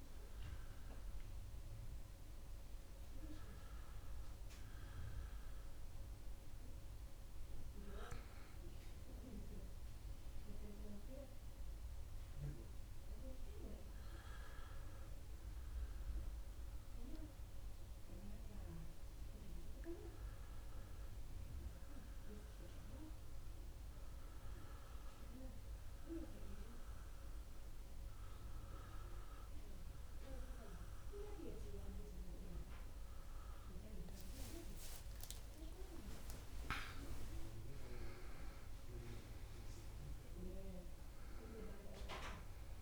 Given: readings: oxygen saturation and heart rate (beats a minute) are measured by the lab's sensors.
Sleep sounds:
breathing in sleep by a room microphone; 1
15.00-34.00 s: obstructive apnea (oxygen 97% before, 93% lowest, heart rate 71 before, 68 extreme, up 31 after)
34.50-36.50 s: long interval between heartbeats (device-marked, heart rate 69 before, 79 extreme)
35.00-38.50 s: arousal
From the record:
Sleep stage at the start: N2 (light sleep); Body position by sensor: on the back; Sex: male

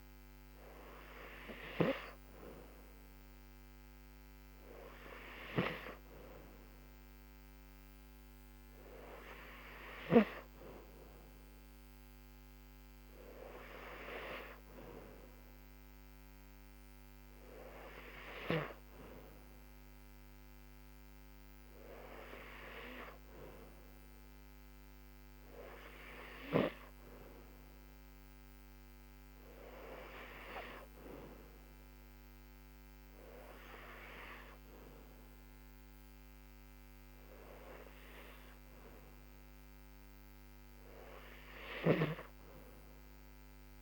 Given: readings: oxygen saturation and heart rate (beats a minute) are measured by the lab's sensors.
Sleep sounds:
breathing in sleep by a microphone on the trachea; none
none scored
From the record:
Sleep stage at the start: N2 (light sleep); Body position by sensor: on the back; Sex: female

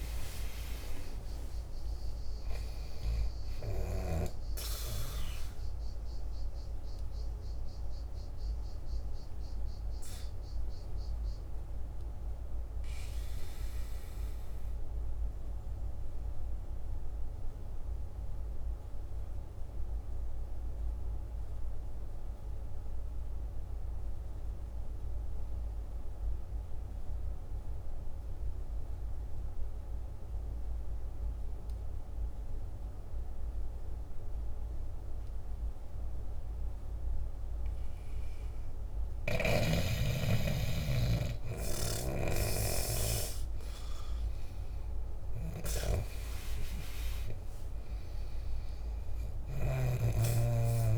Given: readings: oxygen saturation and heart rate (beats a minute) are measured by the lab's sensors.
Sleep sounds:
breathing in sleep by a room microphone; 1
0.00-23.00 s: oxygen desaturation (device-marked, oxygen 86% lowest, heart rate 48 extreme)
7.50-39.00 s: obstructive apnea (oxygen 99% before, 84% lowest, heart rate 59 before, 48 extreme, up 9 after)
34.00-50.98 s: oxygen desaturation (device-marked, oxygen 99% before, 84% lowest, heart rate 49 before, 50 extreme)
40.50-43.50 s: arousal
From the record:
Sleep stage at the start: N2 (light sleep); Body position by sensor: on the back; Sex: male

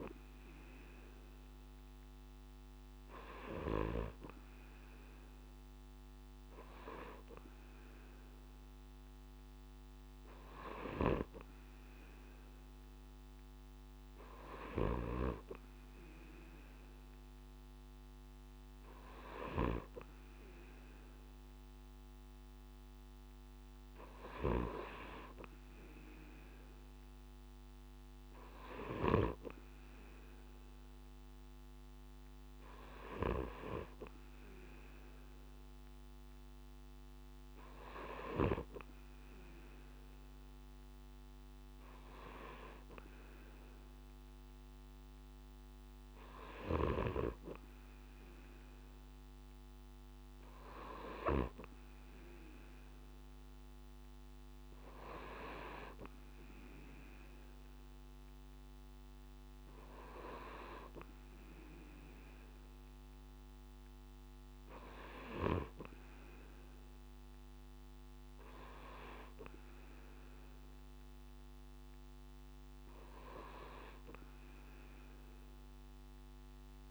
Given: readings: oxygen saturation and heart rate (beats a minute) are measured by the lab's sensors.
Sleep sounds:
breathing in sleep by a microphone on the trachea; none
none scored
From the record:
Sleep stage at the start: N2 (light sleep); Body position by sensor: on the right side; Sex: male

